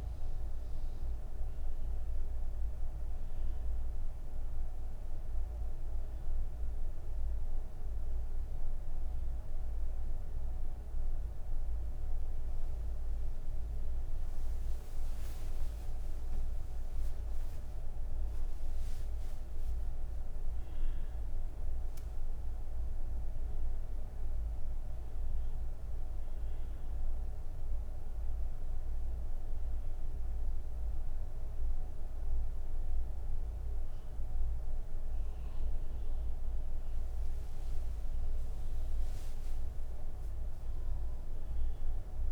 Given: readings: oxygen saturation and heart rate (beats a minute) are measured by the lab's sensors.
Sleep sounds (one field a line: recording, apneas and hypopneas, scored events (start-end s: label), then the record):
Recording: breathing in sleep, hard to hear, by a room microphone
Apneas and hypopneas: none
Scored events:
0.00-10.50 s: oxygen desaturation (device-marked, oxygen 94% lowest)
26.50-42.32 s: new sleep stage, N2 (light sleep)
From the record:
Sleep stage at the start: N3 (deep sleep)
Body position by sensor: on the back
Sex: female